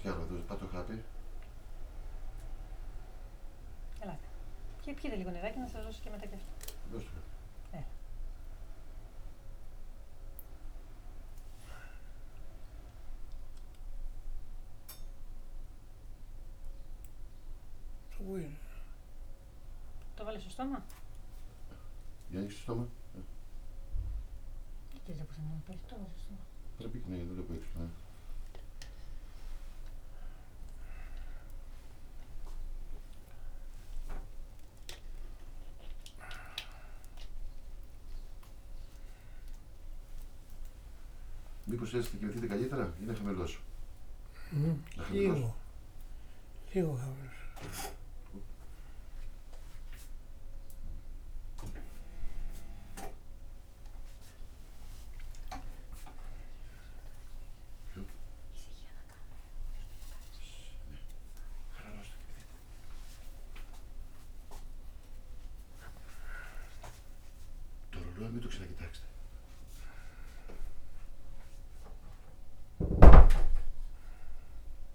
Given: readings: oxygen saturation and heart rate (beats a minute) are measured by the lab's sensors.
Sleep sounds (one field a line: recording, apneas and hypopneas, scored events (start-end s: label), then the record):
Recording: a person awake in a sleep study, by a room microphone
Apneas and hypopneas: none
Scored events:
58.50-74.95 s: oxygen desaturation (device-marked, oxygen 98% before, 93% lowest, heart rate 80 before, 72 extreme)
From the record:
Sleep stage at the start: awake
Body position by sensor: on the back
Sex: male